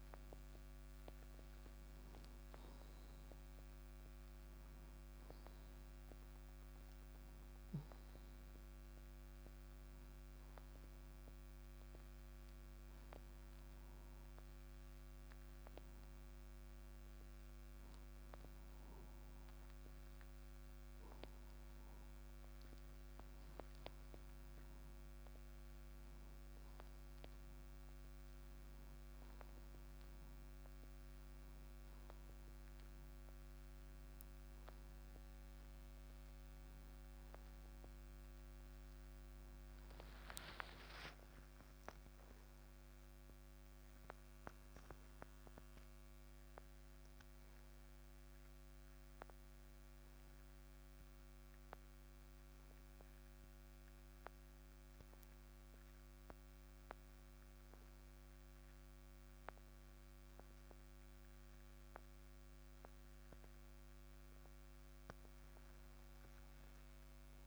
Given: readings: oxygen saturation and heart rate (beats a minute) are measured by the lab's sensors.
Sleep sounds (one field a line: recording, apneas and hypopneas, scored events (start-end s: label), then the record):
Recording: breathing in sleep by a microphone on the trachea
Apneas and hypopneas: none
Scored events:
7.50-67.47 s: new sleep stage, N2 (light sleep)
42.00-48.00 s: arousal
From the record:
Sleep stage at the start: N1 (lightest sleep)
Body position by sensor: on the right side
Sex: male